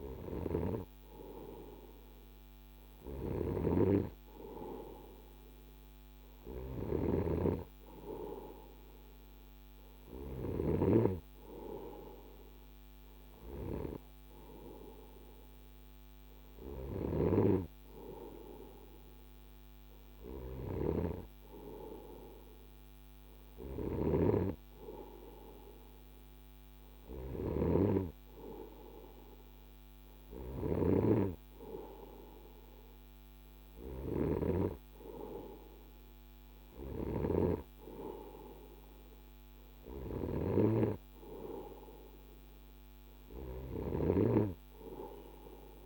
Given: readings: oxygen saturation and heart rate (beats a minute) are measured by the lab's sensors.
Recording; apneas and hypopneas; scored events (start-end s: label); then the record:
breathing in sleep by a microphone on the trachea; none
2.50-10.00 s: snoring (device-marked)
23.00-27.00 s: snoring (device-marked)
43.00-45.86 s: snoring (device-marked)
From the record:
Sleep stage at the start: N2 (light sleep); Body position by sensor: on the right side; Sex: male